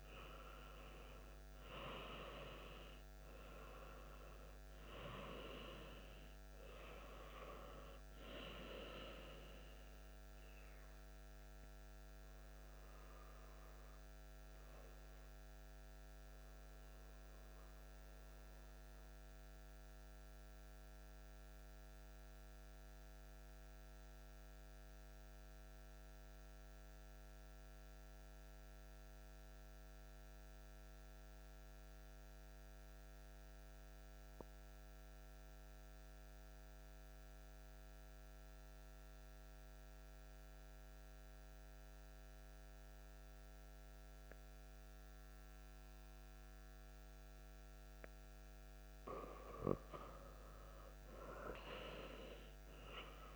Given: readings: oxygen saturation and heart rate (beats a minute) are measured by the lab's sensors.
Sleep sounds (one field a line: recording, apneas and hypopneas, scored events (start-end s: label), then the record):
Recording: breathing in sleep by a microphone on the trachea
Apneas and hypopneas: 1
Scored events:
0.00-20.00 s: oxygen desaturation (device-marked, oxygen 91% lowest)
10.00-47.00 s: central apnea (oxygen 97% before, 91% lowest)
48.50-53.00 s: arousal
51.00-53.36 s: oxygen desaturation (device-marked, oxygen 96% before, 92% lowest)
From the record:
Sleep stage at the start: N2 (light sleep)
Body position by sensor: on the back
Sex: male